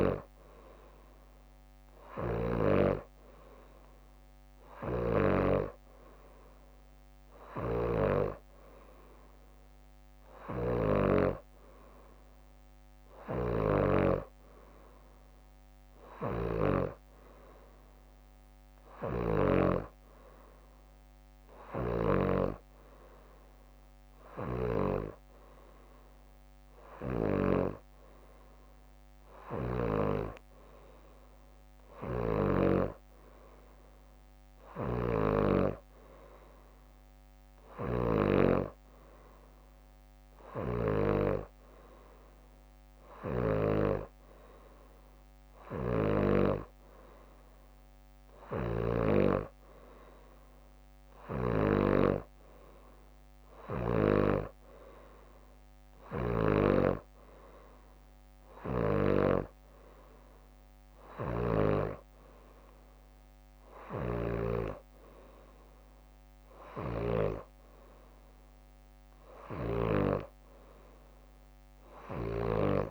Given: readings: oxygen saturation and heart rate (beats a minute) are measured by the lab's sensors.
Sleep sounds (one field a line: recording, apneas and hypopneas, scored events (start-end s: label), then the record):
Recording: breathing in sleep by a microphone on the trachea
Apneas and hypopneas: none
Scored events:
0.00-2.50 s: snoring (device-marked)
4.50-8.00 s: snoring (device-marked)
10.00-19.50 s: snoring (device-marked)
24.00-27.50 s: snoring (device-marked)
34.50-41.00 s: snoring (device-marked)
48.00-50.00 s: bradycardia (device-marked, heart rate 63 before, 62 extreme)
48.00-51.50 s: snoring (device-marked)
60.50-66.00 s: leg movement (device-marked)
63.50-70.00 s: snoring (device-marked)
From the record:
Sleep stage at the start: N2 (light sleep)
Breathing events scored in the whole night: 116 in 6.0 hours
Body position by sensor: upright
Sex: female